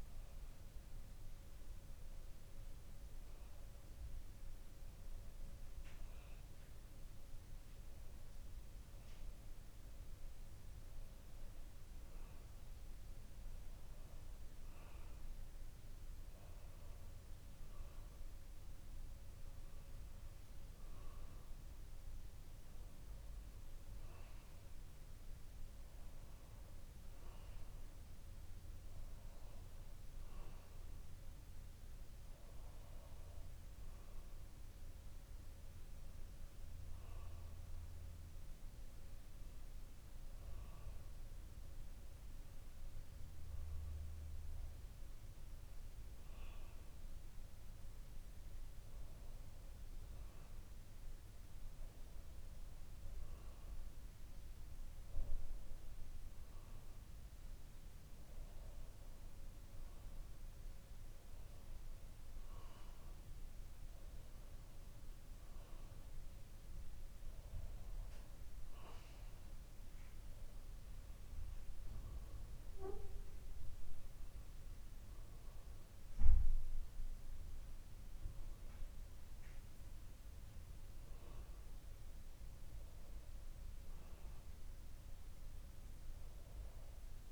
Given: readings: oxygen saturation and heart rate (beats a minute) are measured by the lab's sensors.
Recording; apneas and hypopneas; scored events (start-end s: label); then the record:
breathing in sleep, hard to hear, by a room microphone; none
none scored
From the record:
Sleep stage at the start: N2 (light sleep); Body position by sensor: on the back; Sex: male